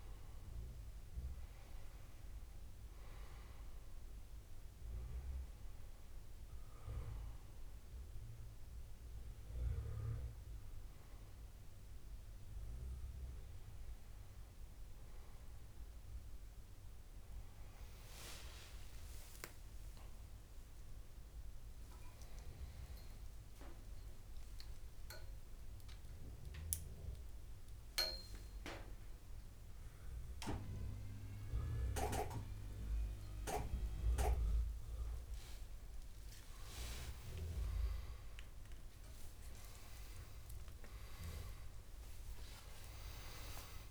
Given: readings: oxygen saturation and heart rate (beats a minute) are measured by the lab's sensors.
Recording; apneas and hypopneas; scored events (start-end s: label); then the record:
a person awake in a sleep study, by a room microphone; none
none scored
From the record:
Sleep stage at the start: awake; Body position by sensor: on the back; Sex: male